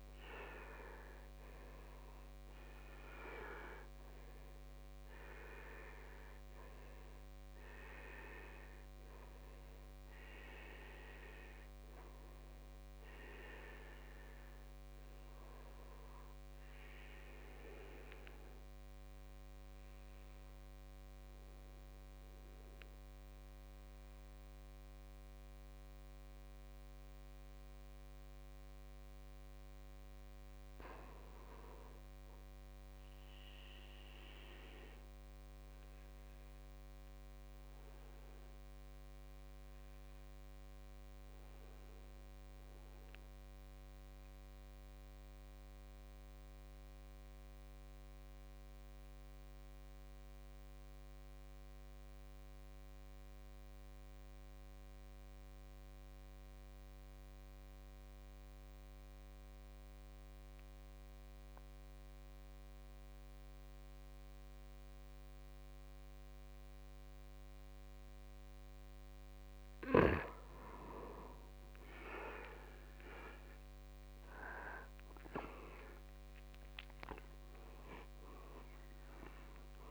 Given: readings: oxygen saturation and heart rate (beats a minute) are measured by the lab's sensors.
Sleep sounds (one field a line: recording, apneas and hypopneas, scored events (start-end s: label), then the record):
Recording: breathing in sleep by a microphone on the trachea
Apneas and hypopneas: 2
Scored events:
0.00-2.00 s: arousal
1.50-30.50 s: oxygen desaturation (device-marked, oxygen 98% before, 83% lowest, heart rate 57 before, 49 extreme)
16.50-28.00 s: obstructive apnea (oxygen 98% before, 83% lowest, heart rate 64 before, 49 extreme, up 3 after)
30.50-33.50 s: arousal
36.00-69.00 s: obstructive apnea (oxygen 99% before, 79% lowest, heart rate 52 before, 50 extreme, up 13 after)
67.50-79.91 s: oxygen desaturation (device-marked, oxygen 97% before, 79% lowest, heart rate 55 before, 48 extreme)
73.50-78.00 s: arousal
From the record:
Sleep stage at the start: N2 (light sleep)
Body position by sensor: on the back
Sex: male